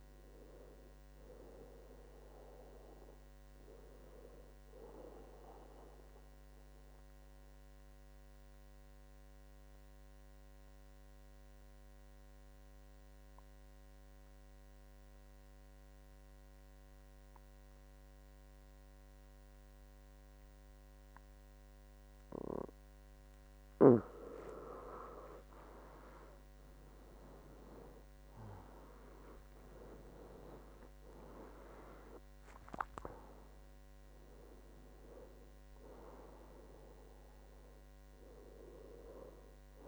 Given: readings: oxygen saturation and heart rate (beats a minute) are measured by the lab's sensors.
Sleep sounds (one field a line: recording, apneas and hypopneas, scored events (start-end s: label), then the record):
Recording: breathing in sleep by a microphone on the trachea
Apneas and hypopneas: 1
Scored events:
0.00-9.00 s: oxygen desaturation (device-marked, oxygen 98% before, 90% lowest, heart rate 70 before, 66 extreme)
6.00-23.50 s: obstructive apnea (oxygen 98% before, 91% lowest, heart rate 80 before, 66 extreme, up 14 after)
24.00-39.88 s: oxygen desaturation (device-marked, oxygen 98% before, 91% lowest, heart rate 69 before, 64 extreme)
25.50-29.00 s: arousal
28.50-30.50 s: long interval between heartbeats (device-marked, heart rate 68 before, 77 extreme)
From the record:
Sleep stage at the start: N2 (light sleep)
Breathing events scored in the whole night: 363 in 5.3 hours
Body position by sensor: on the back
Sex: male